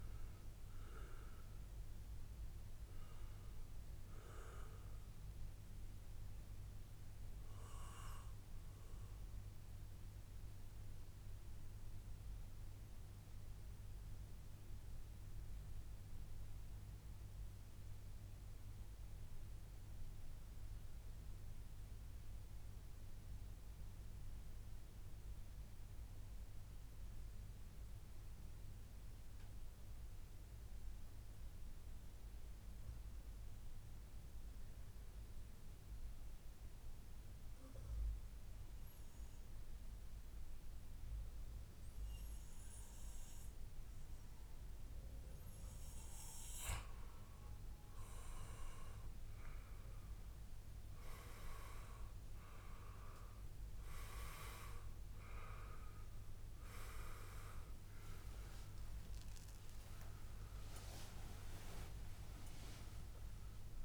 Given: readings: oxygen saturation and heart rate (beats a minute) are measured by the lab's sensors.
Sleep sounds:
breathing in sleep by a room microphone; 1
2.00-8.00 s: oxygen desaturation (device-marked, oxygen 93% before, 89% lowest, heart rate 122 before, 96 extreme)
5.50-44.00 s: mixed apnea (oxygen 97% before, 89% lowest, heart rate 129 before, 83 extreme, up 32 after)
12.50-14.50 s: long interval between heartbeats (device-marked, heart rate 128 before, 107 extreme)
14.50-16.50 s: long interval between heartbeats (device-marked, heart rate 125 before, 117 extreme)
26.00-28.00 s: long interval between heartbeats (device-marked, heart rate 108 before, 106 extreme)
44.00-63.85 s: oxygen desaturation (device-marked, oxygen 98% before, 90% lowest, heart rate 99 before, 83 extreme)
45.00-47.00 s: long interval between heartbeats (device-marked, heart rate 99 before, 97 extreme)
46.50-51.00 s: arousal
57.00-61.50 s: arousal
From the record:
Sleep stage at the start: N2 (light sleep); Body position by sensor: on the back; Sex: male

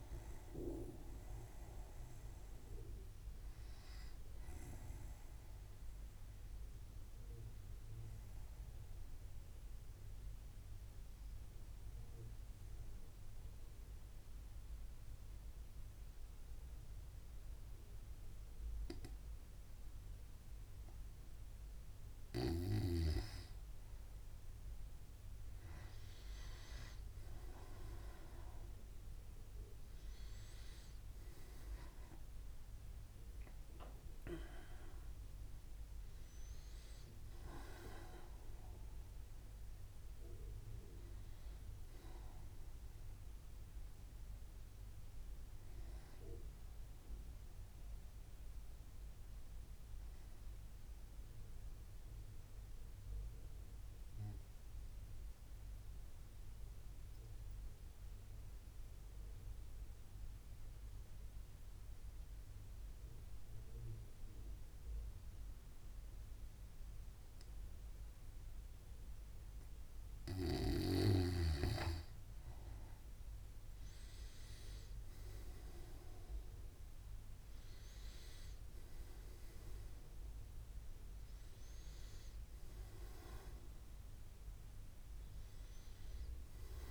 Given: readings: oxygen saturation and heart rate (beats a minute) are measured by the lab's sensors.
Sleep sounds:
breathing in sleep by a room microphone; 2
9.00-23.50 s: obstructive apnea (oxygen 98% before, 95% lowest, heart rate 64 before, 63 extreme, up 2 after)
25.50-30.50 s: arousal
53.00-70.50 s: obstructive apnea (oxygen 98% before, 94% lowest, heart rate 67 before, 61 extreme, up 1 after)
73.00-77.00 s: arousal
74.00-86.91 s: oxygen desaturation (device-marked, oxygen 98% before, 95% lowest, heart rate 64 before, 63 extreme)
From the record:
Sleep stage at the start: N2 (light sleep); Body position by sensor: on the right side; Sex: male

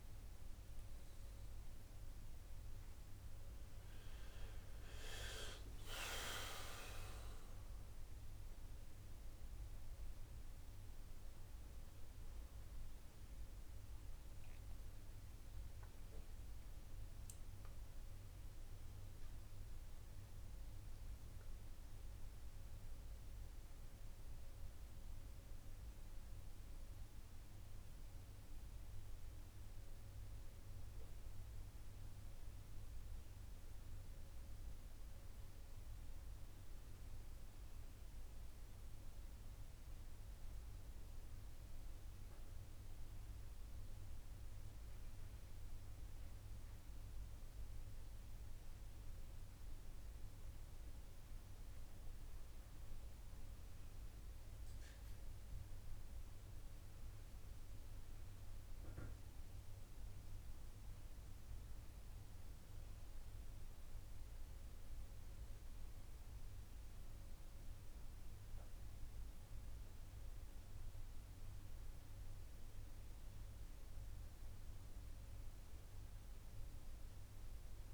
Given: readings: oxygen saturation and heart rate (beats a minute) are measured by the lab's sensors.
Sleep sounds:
breathing in sleep, hard to hear, by a room microphone; none
2.50-7.00 s: arousal
From the record:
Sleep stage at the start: N2 (light sleep); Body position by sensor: on the right side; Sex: male

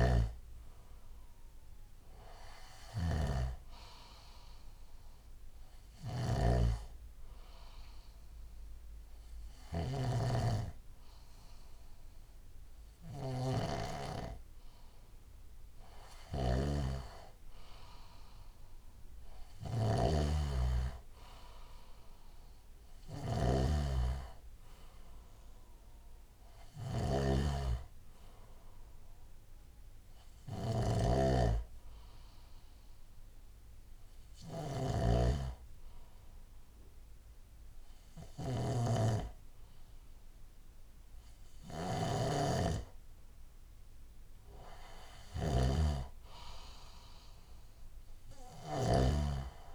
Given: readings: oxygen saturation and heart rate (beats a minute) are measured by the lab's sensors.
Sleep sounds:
breathing in sleep by a room microphone; 1
0.00-49.00 s: snoring (device-marked)
2.00-14.00 s: oxygen desaturation (device-marked, oxygen 95% before, 91% lowest, heart rate 77 before, 75 extreme)
23.50-27.00 s: arousal
24.00-36.00 s: oxygen desaturation (device-marked, oxygen 95% before, 92% lowest, heart rate 80 before, 73 extreme)
32.50-44.00 s: hypopnea (oxygen 95% before, 91% lowest, heart rate 80 before, 73 extreme, up 2 after)
From the record:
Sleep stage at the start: N2 (light sleep); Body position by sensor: on the left side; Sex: male

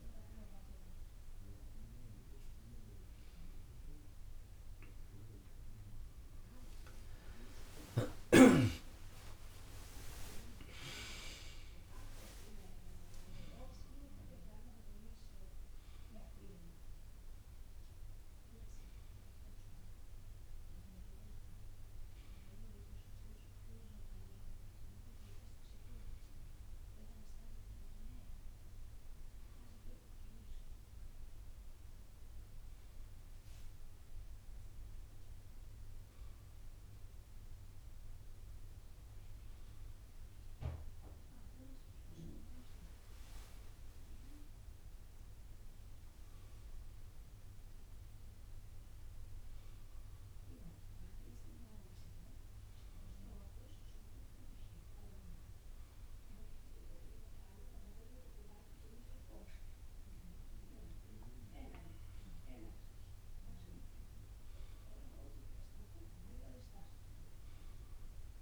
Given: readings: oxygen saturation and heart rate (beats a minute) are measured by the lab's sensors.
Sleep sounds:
a person awake in a sleep study, by a room microphone; none
8.00-19.00 s: drop in pulse transit time (device-marked, heart rate 63 before, 67 extreme)
From the record:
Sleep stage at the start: awake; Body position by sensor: on the right side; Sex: male

